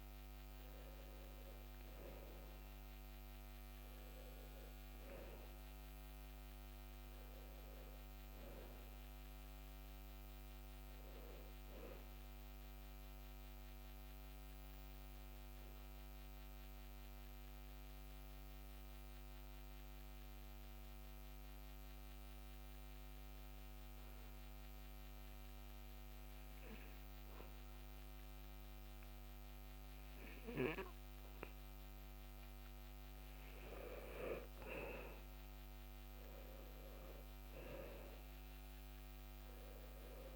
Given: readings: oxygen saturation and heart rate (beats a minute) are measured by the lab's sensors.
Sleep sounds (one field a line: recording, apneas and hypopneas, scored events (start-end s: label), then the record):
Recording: breathing in sleep by a microphone on the trachea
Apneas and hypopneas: 1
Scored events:
0.00-27.50 s: oxygen desaturation (device-marked, oxygen 89% lowest, heart rate 59 extreme)
13.00-32.50 s: obstructive apnea (oxygen 94% before, 89% lowest, heart rate 69 before, 59 extreme, up 7 after)
34.50-38.50 s: arousal
From the record:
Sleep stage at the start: N2 (light sleep)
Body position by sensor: on the back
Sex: male